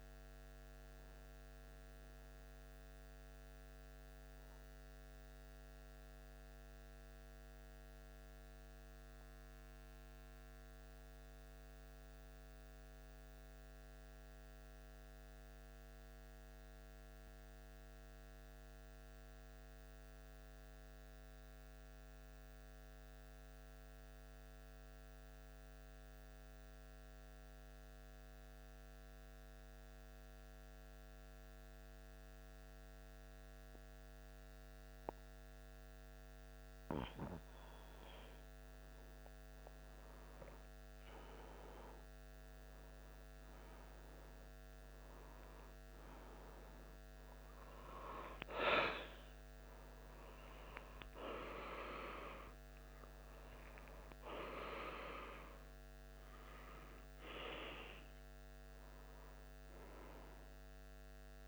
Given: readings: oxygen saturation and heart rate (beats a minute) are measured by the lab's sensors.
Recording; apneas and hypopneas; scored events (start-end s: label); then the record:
breathing in sleep by a microphone on the trachea; 1
3.00-37.50 s: mixed apnea (oxygen 99% before, 90% lowest, heart rate 77 before, 74 extreme, up 2 after)
30.00-53.00 s: oxygen desaturation (device-marked, oxygen 96% before, 91% lowest, heart rate 76 before, 75 extreme)
47.00-61.48 s: new sleep stage, awake
From the record:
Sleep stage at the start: N2 (light sleep); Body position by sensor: on the back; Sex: male